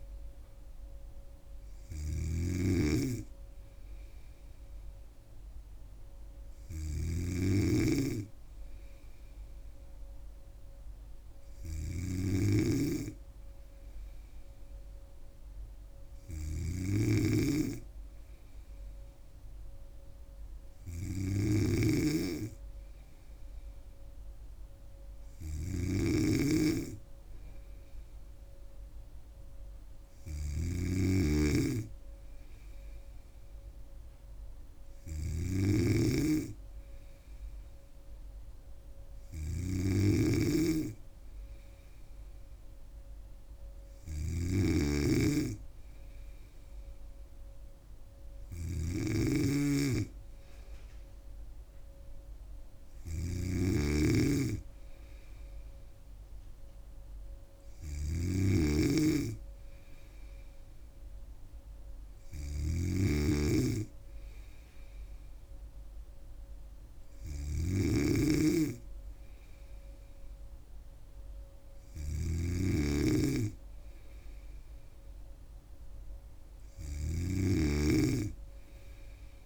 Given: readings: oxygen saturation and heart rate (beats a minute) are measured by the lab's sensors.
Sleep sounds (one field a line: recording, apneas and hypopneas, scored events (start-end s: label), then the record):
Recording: breathing in sleep by a room microphone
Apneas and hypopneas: none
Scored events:
0.00-79.46 s: snoring (device-marked)
From the record:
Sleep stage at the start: N2 (light sleep)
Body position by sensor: on the back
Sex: female